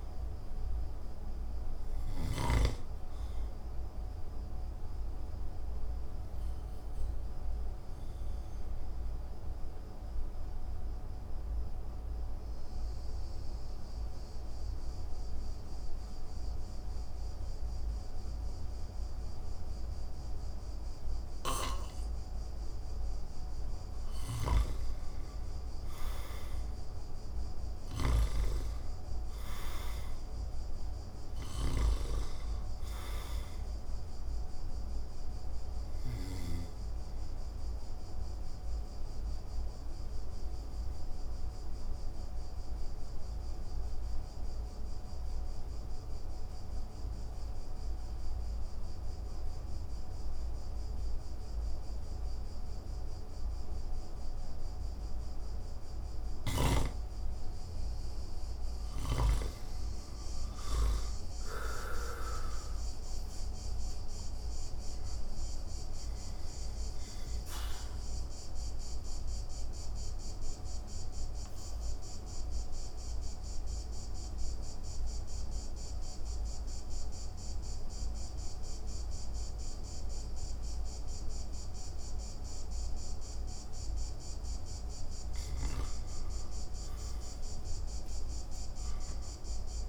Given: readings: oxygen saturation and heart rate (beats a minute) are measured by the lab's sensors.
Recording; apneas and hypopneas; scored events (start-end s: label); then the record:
breathing in sleep by a room microphone; 3
0.00-2.00 s: snoring (device-marked)
0.00-22.50 s: oxygen desaturation (device-marked, oxygen 85% lowest)
4.00-21.50 s: obstructive apnea (oxygen 98% before, 85% lowest)
23.50-28.00 s: snoring (device-marked)
25.00-29.00 s: arousal
34.50-52.50 s: oxygen desaturation (device-marked, oxygen 97% before, 86% lowest)
37.00-55.00 s: obstructive apnea (oxygen 97% before, 86% lowest)
56.50-60.00 s: arousal
61.50-89.50 s: oxygen desaturation (device-marked, oxygen 97% before, 87% lowest)
69.00-85.00 s: central apnea (oxygen 97% before, 85% lowest)
87.50-89.88 s: arousal
From the record:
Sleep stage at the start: N2 (light sleep); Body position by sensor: on the back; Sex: male